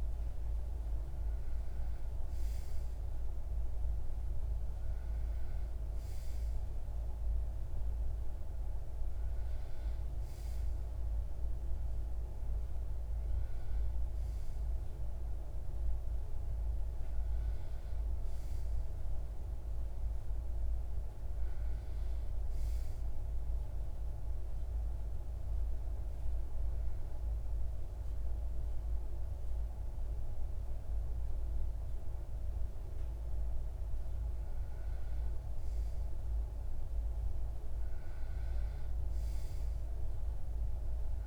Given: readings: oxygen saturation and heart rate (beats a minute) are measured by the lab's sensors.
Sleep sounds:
breathing in sleep, hard to hear, by a room microphone; 1
22.50-33.50 s: obstructive apnea (oxygen 95% before, 93% lowest, heart rate 43 before, 25 extreme)
35.50-40.00 s: arousal
From the record:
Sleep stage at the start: REM sleep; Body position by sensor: on the back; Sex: male

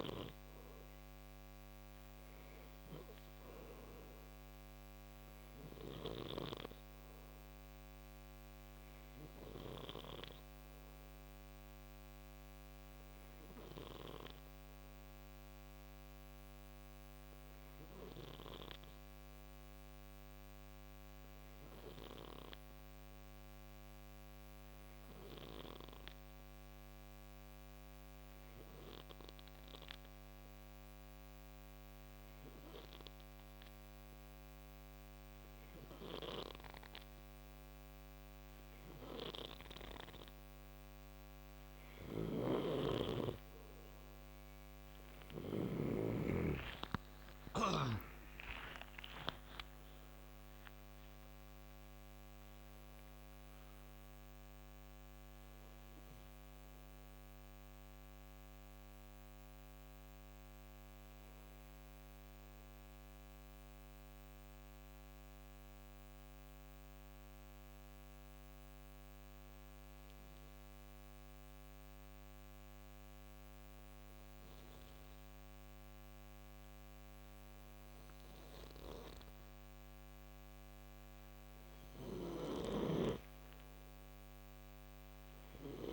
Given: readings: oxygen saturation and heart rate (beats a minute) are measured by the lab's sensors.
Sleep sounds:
breathing in sleep by a microphone on the trachea; 2
0.00-11.50 s: oxygen desaturation (device-marked, oxygen 92% lowest, heart rate 58 extreme)
12.00-40.00 s: obstructive apnea (oxygen 95% before, 90% lowest, heart rate 65 before, 57 extreme, up 26 after)
35.50-58.50 s: oxygen desaturation (device-marked, oxygen 96% before, 90% lowest, heart rate 60 before, 52 extreme)
41.00-45.00 s: snoring (device-marked)
45.50-50.00 s: arousal
62.00-77.00 s: mixed apnea (oxygen 95% before, 91% lowest, heart rate 77 before, 52 extreme, up 9 after)
81.00-85.50 s: arousal
81.50-85.93 s: snoring (device-marked)
From the record:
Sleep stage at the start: N2 (light sleep); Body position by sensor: on the right side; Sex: male

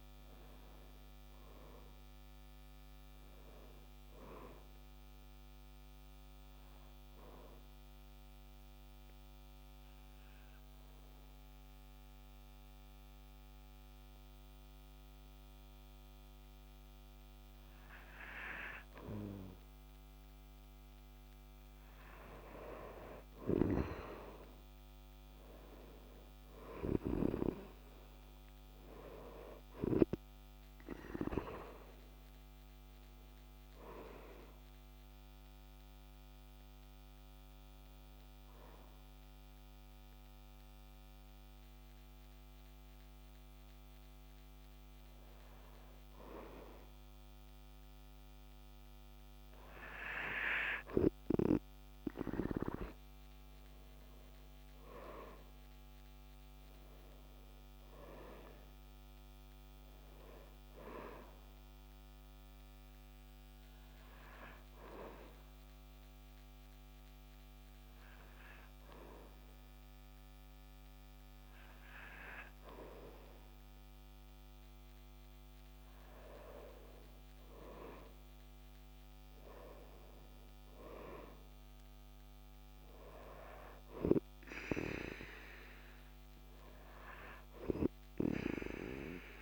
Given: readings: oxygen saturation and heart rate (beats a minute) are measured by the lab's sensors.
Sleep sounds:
breathing in sleep by a microphone on the trachea; 3
7.50-19.00 s: obstructive apnea (oxygen 95% before, 91% lowest, heart rate 56 before, 49 extreme, up 6 after)
20.50-25.50 s: arousal
21.00-29.00 s: oxygen desaturation (device-marked, oxygen 95% before, 91% lowest, heart rate 54 before, 49 extreme)
27.00-30.50 s: snoring (device-marked)
35.50-49.00 s: hypopnea (oxygen 96% before, 92% lowest, heart rate 54 before, 49 extreme, up 10 after)
49.00-59.00 s: oxygen desaturation (device-marked, oxygen 96% before, 92% lowest, heart rate 52 before, 51 extreme)
51.50-56.50 s: arousal
63.50-75.00 s: hypopnea (oxygen 96% before, 93% lowest, heart rate 55 before, 51 extreme, up 7 after)
76.50-80.50 s: arousal
From the record:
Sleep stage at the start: N2 (light sleep); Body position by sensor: on the right side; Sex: male

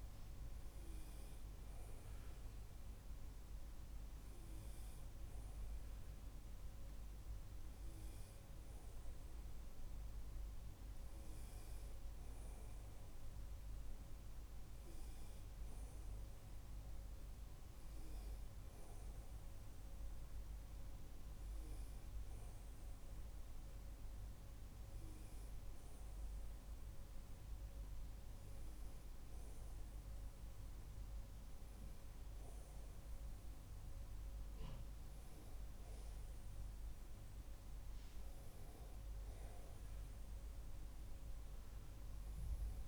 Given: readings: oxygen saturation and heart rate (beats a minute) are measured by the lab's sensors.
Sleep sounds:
a person partly awake in a sleep study, hard to hear, by a room microphone; none
1.00-42.87 s: new sleep stage, N2 (light sleep)
From the record:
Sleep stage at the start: awake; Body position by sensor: on the back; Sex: male

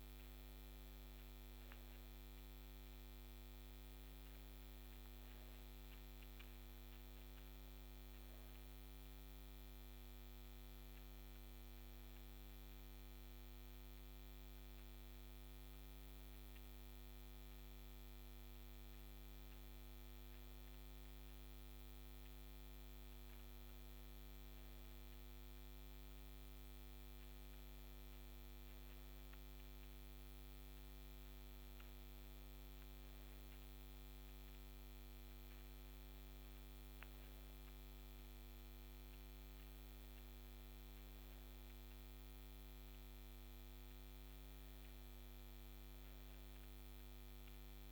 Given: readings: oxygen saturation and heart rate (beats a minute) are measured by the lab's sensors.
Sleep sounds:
breathing in sleep, hard to hear, by a microphone on the trachea; none
30.00-47.92 s: new sleep stage, N2 (light sleep)
From the record:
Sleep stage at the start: N1 (lightest sleep); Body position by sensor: on the back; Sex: female

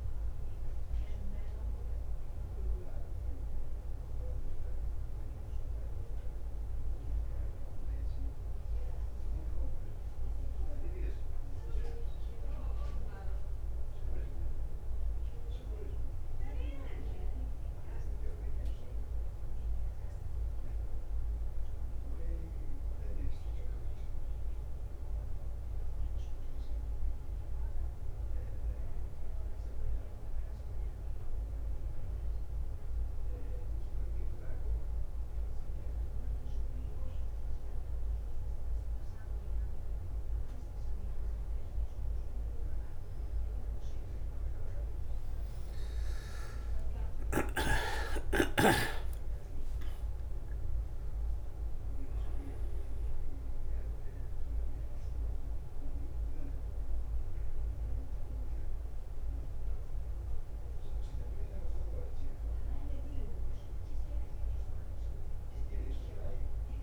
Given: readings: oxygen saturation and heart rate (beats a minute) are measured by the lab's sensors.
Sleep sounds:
breathing in sleep by a room microphone; 1
0.50-2.50 s: long interval between heartbeats (device-marked, heart rate 58 before, 64 extreme)
3.00-8.00 s: bradycardia (device-marked, heart rate 62 before, 54 extreme)
13.50-17.50 s: arousal
14.00-21.00 s: bradycardia (device-marked, heart rate 62 before, 54 extreme)
22.00-47.00 s: bradycardia (device-marked, heart rate 62 before, 55 extreme)
23.50-40.50 s: obstructive apnea (oxygen 96% before, 89% lowest, heart rate 58 before, 55 extreme, up 3 after)
44.50-49.00 s: arousal
49.00-63.00 s: oxygen desaturation (device-marked, oxygen 96% before, 89% lowest, heart rate 56 before, 52 extreme)
60.00-66.83 s: bradycardia (device-marked, heart rate 61 before, 52 extreme)
60.50-62.50 s: long interval between heartbeats (device-marked, heart rate 59 before, 62 extreme)
From the record:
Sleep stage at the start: N2 (light sleep); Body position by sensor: on the back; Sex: male

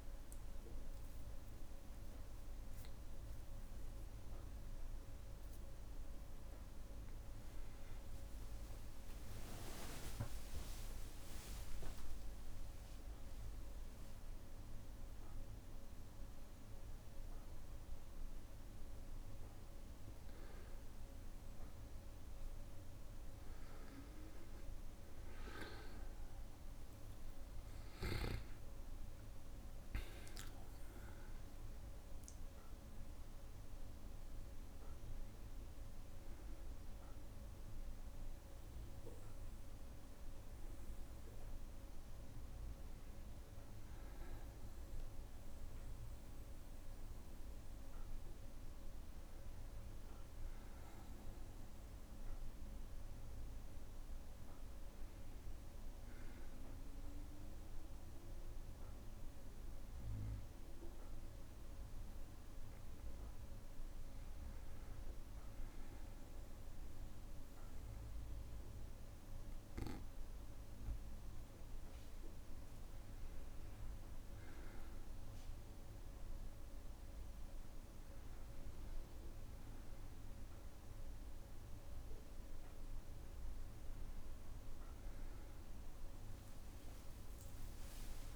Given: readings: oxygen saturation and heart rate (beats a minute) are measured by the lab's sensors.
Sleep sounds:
a person partly awake in a sleep study, hard to hear, by a room microphone; none
0.00-11.00 s: bradycardia (device-marked)
0.00-11.00 s: oxygen desaturation (device-marked, oxygen 95% lowest)
8.00-10.00 s: long interval between heartbeats (device-marked)
10.50-12.50 s: long interval between heartbeats (device-marked)
13.00-15.00 s: long interval between heartbeats (device-marked)
33.00-88.36 s: new sleep stage, N1 (lightest sleep)
86.00-88.36 s: tachycardia (device-marked, heart rate 62 before, 166 extreme)
From the record:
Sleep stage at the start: awake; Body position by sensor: on the back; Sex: male

